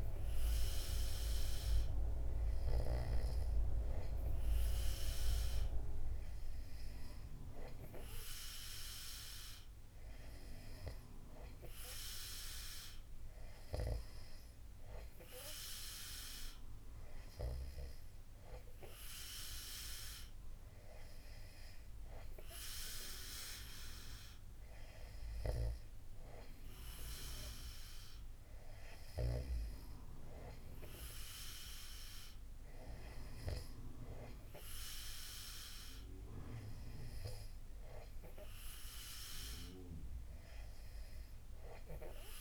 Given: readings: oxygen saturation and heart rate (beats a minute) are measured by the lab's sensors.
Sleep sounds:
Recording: breathing in sleep by a room microphone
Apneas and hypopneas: none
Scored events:
none scored
From the record:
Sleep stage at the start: N2 (light sleep)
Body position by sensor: on the back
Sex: male

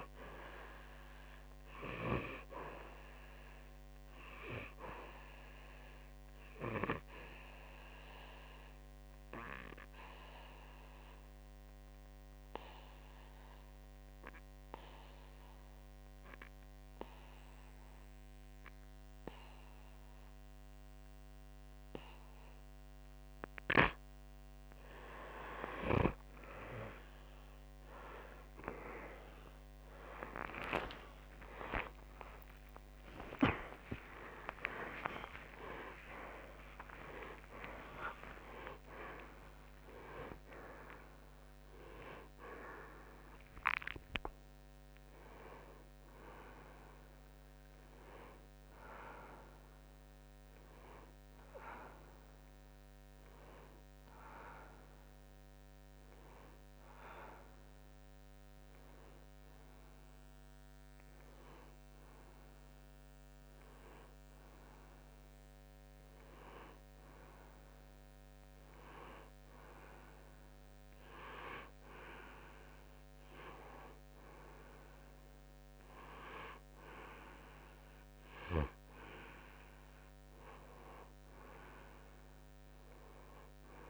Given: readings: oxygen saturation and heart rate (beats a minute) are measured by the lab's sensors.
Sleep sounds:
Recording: breathing in sleep by a microphone on the trachea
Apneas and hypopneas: 1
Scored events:
7.50-23.00 s: obstructive apnea (oxygen 95% before, 93% lowest, heart rate 56 before, 54 extreme, up 12 after)
30.50-37.00 s: arousal
36.00-83.90 s: new sleep stage, N1 (lightest sleep)
61.00-69.00 s: oxygen desaturation (device-marked, oxygen 96% before, 93% lowest, heart rate 75 before, 60 extreme)
From the record:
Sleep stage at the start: N2 (light sleep)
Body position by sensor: on the right side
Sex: male

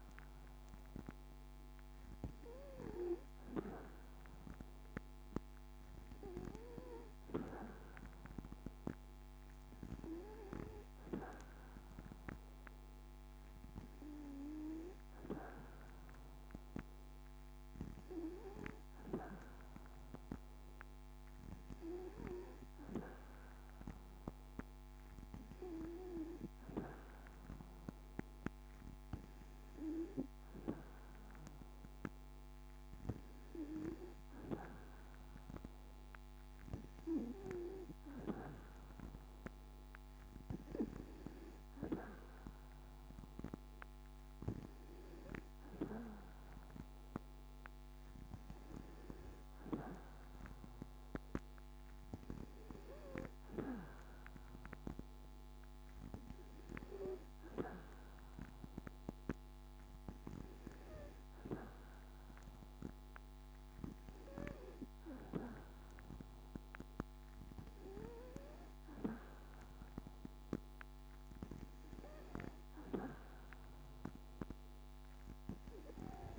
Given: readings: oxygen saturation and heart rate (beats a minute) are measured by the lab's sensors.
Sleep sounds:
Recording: breathing in sleep by a microphone on the trachea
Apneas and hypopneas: none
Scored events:
none scored
From the record:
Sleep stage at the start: N2 (light sleep)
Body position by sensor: on the back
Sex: female

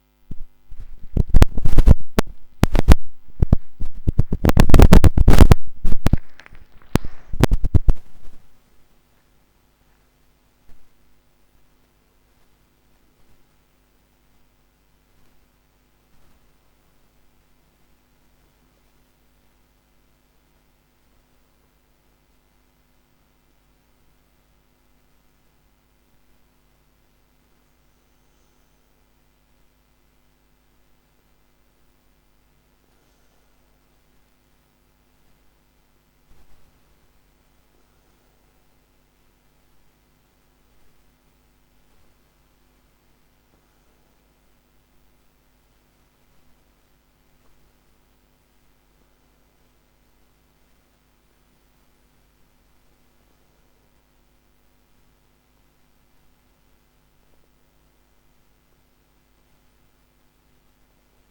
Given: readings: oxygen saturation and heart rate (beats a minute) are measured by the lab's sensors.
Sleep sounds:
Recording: a person awake in a sleep study, by a microphone on the trachea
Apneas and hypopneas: none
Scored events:
5.50-24.50 s: oxygen desaturation (device-marked, oxygen 97% before, 94% lowest, heart rate 56 before, 53 extreme)
54.50-61.31 s: new sleep stage, N2 (light sleep)
From the record:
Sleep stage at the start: awake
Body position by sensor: on the back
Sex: male

